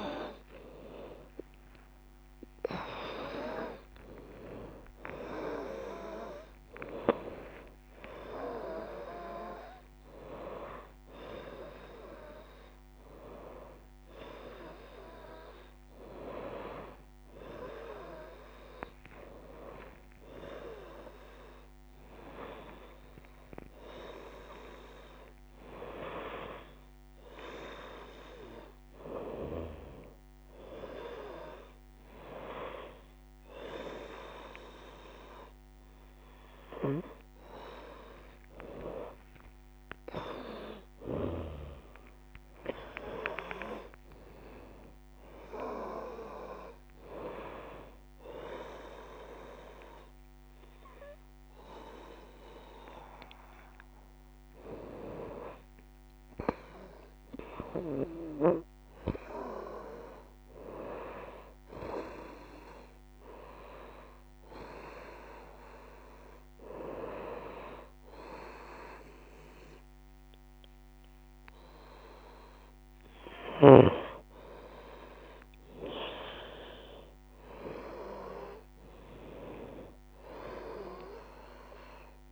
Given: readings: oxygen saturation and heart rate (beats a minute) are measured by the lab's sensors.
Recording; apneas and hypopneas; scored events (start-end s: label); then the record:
a person awake in a sleep study, by a microphone on the trachea; 1
0.00-1.00 s: long interval between heartbeats (device-marked, heart rate 111 extreme)
4.00-6.00 s: long interval between heartbeats (device-marked, heart rate 106 before, 73 extreme)
32.00-34.00 s: long interval between heartbeats (device-marked, heart rate 85 before, 74 extreme)
38.00-40.00 s: long interval between heartbeats (device-marked, heart rate 82 before, 65 extreme)
48.00-78.00 s: new sleep stage, N1 (lightest sleep)
50.00-58.00 s: oxygen desaturation (device-marked, oxygen 91% before, 87% lowest, heart rate 78 before, 49 extreme)
61.00-63.00 s: long interval between heartbeats (device-marked, heart rate 81 before, 74 extreme)
62.00-68.00 s: bradycardia (device-marked, heart rate 89 before, 55 extreme)
63.00-65.00 s: long interval between heartbeats (device-marked, heart rate 82 before, 74 extreme)
63.50-74.00 s: hypopnea (oxygen 92% before, 84% lowest, heart rate 82 before, 50 extreme, up 37 after)
64.00-73.00 s: oxygen desaturation (device-marked, oxygen 92% before, 88% lowest, heart rate 82 before, 53 extreme)
67.00-69.00 s: long interval between heartbeats (device-marked, heart rate 79 before, 49 extreme)
75.50-79.00 s: arousal
78.00-82.32 s: new sleep stage, N2 (light sleep)
78.00-82.32 s: oxygen desaturation (device-marked, oxygen 91% before, 86% lowest, heart rate 69 before, 65 extreme)
From the record:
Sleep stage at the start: awake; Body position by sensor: on the right side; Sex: female